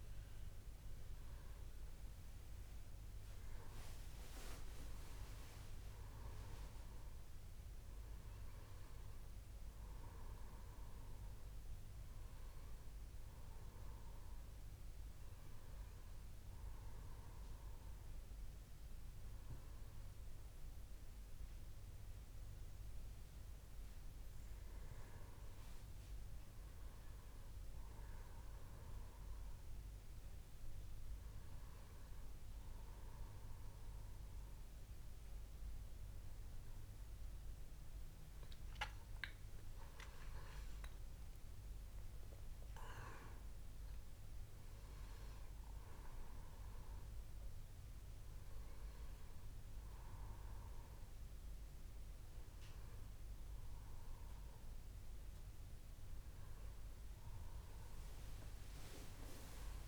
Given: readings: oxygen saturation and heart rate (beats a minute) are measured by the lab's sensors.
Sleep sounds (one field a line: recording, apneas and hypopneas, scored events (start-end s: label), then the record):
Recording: breathing in sleep by a room microphone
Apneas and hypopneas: none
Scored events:
39.50-43.50 s: arousal
From the record:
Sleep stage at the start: N1 (lightest sleep)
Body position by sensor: on the back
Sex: male